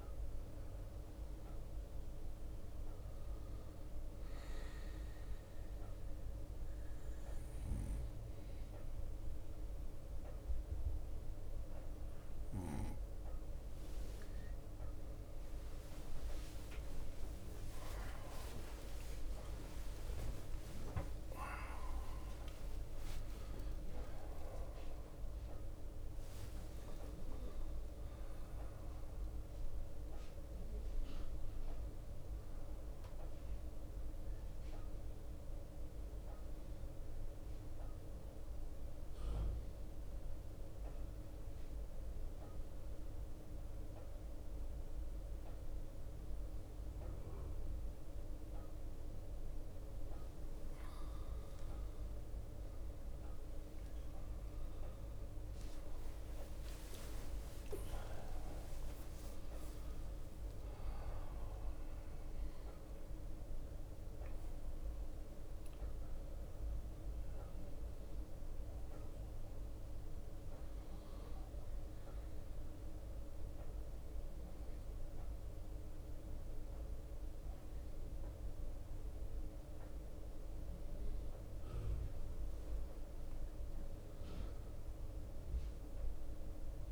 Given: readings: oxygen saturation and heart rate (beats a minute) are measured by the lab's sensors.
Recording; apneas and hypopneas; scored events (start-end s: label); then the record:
breathing in sleep, hard to hear, by a room microphone; 3
0.00-16.00 s: bradycardia (device-marked)
5.50-15.50 s: obstructive apnea (oxygen 97% before, 93% lowest)
17.50-22.50 s: arousal
20.00-22.00 s: tachycardia (device-marked, heart rate 55 before, 80 extreme)
21.00-23.00 s: long interval between heartbeats (device-marked)
34.50-50.50 s: central apnea (oxygen 97% before, 93% lowest, heart rate 60 before, 54 extreme, up 14 after)
35.00-54.00 s: bradycardia (device-marked, heart rate 56 before, 55 extreme)
54.00-59.50 s: arousal
59.00-61.00 s: long interval between heartbeats (device-marked, heart rate 57 before, 68 extreme)
59.00-71.00 s: drop in pulse transit time (device-marked, heart rate 57 before, 54 extreme)
61.00-64.00 s: bradycardia (device-marked, heart rate 56 before, 61 extreme)
63.00-71.00 s: oxygen desaturation (device-marked, oxygen 96% before, 93% lowest, heart rate 59 before, 56 extreme)
68.00-82.50 s: obstructive apnea (oxygen 96% before, 93% lowest, heart rate 60 before, 56 extreme, up 3 after)
70.00-86.92 s: bradycardia (device-marked, heart rate 56 before, 56 extreme)
84.00-86.92 s: arousal
From the record:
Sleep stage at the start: N2 (light sleep); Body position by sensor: on the right side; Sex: male